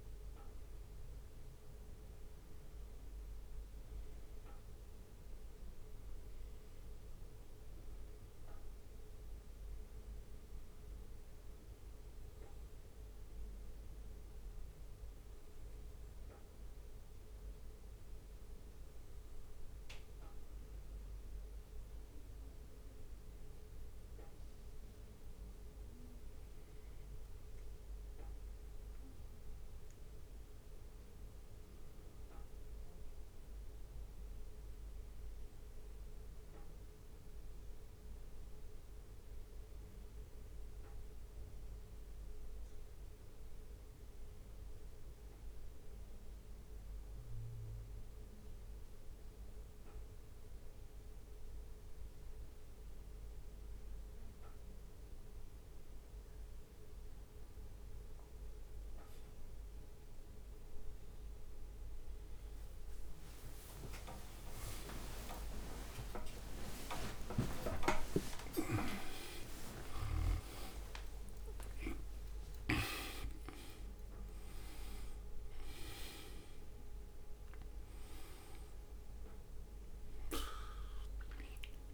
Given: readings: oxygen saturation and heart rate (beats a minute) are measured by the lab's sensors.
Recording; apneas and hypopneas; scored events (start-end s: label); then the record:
breathing in sleep by a room microphone; 1
14.00-19.00 s: bradycardia (device-marked, heart rate 59 before, 59 extreme)
23.00-27.50 s: arousal
32.00-43.00 s: bradycardia (device-marked, heart rate 59 before, 58 extreme)
36.50-58.00 s: obstructive apnea (oxygen 98% before, 95% lowest, heart rate 60 before, 58 extreme, up 27 after)
63.00-69.00 s: arousal
63.00-73.00 s: leg movement (device-marked)
64.00-71.00 s: tachycardia (device-marked, heart rate 59 before, 134 extreme)
65.00-67.00 s: long interval between heartbeats (device-marked, heart rate 61 before, 87 extreme)
68.00-70.00 s: long interval between heartbeats (device-marked, heart rate 66 before, 120 extreme)
70.00-72.00 s: long interval between heartbeats (device-marked, heart rate 72 before, 120 extreme)
77.00-81.94 s: new sleep stage, N1 (lightest sleep)
From the record:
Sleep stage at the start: N2 (light sleep); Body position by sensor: on the back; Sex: male